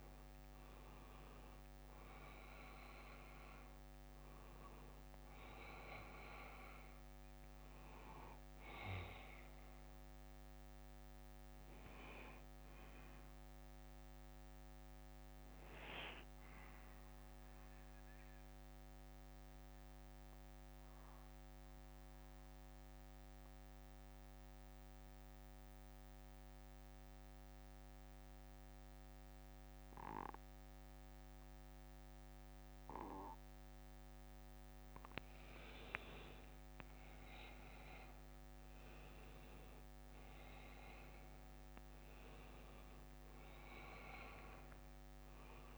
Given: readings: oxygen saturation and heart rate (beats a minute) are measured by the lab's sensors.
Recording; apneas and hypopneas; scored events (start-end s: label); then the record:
breathing in sleep by a microphone on the trachea; 1
0.00-1.00 s: arousal
8.50-34.50 s: bradycardia (device-marked, heart rate 61 before, 42 extreme)
11.50-35.00 s: obstructive apnea (oxygen 97% before, 91% lowest, heart rate 69 before, 42 extreme, up 19 after)
12.50-28.50 s: oxygen desaturation (device-marked, oxygen 95% before, 91% lowest, heart rate 69 before, 42 extreme)
37.50-41.00 s: arousal
From the record:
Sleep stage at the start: N2 (light sleep); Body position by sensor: on the back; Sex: male